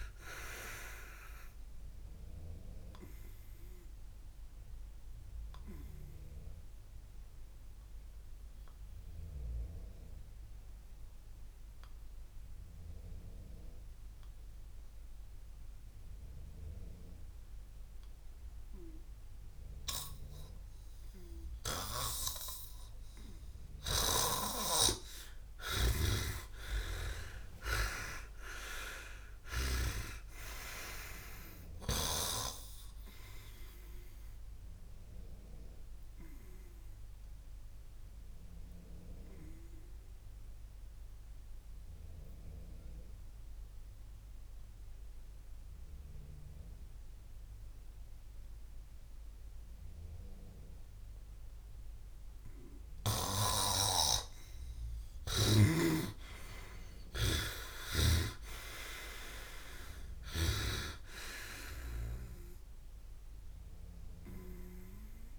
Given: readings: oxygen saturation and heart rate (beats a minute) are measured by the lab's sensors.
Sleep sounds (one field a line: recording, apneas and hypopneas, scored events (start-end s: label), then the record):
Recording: breathing in sleep by a room microphone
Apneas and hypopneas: 2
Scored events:
0.00-1.50 s: arousal
5.00-24.50 s: obstructive apnea (oxygen 98% before, 89% lowest, heart rate 64 before, 56 extreme)
9.00-29.00 s: oxygen desaturation (device-marked, oxygen 98% before, 89% lowest, heart rate 64 before, 56 extreme)
24.00-30.00 s: snoring (device-marked)
26.50-30.00 s: arousal
38.00-52.00 s: obstructive apnea (oxygen 96% before, 91% lowest, heart rate 80 before, 55 extreme, up 16 after)
52.00-59.00 s: oxygen desaturation (device-marked, oxygen 95% before, 91% lowest, heart rate 65 before, 55 extreme)
57.00-61.50 s: arousal
From the record:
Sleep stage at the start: N2 (light sleep)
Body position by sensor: on the back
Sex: male